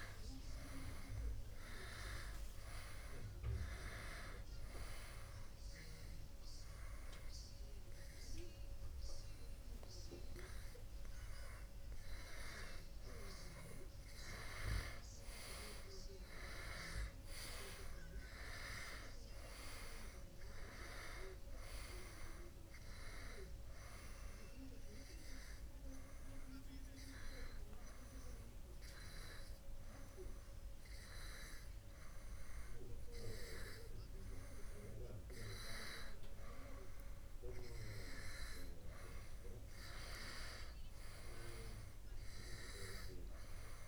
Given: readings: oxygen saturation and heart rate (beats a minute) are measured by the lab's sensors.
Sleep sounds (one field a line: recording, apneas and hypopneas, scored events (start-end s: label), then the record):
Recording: breathing in sleep by a room microphone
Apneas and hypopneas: none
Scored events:
none scored
From the record:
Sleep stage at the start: N2 (light sleep)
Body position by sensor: on the back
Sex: male